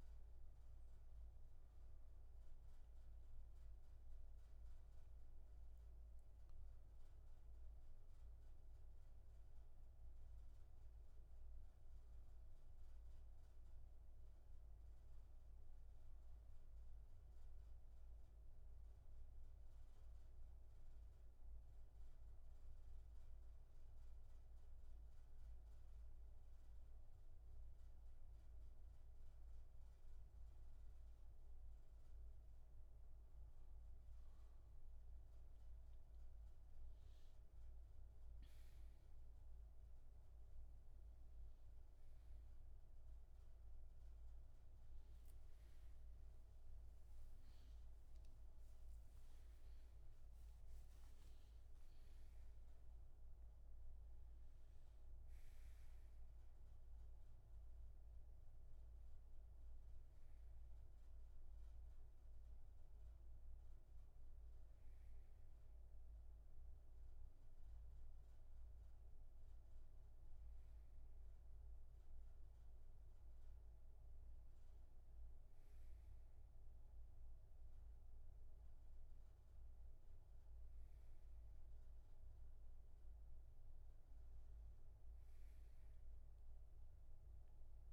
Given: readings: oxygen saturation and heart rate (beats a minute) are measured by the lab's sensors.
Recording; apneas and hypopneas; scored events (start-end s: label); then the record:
breathing in sleep, hard to hear, by a room microphone; 1
3.00-32.00 s: hypopnea (oxygen 99% before, 95% lowest, heart rate 64 before, 66 extreme, up 6 after)
46.00-51.00 s: arousal
From the record:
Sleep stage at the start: N1 (lightest sleep); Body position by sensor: on the right side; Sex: male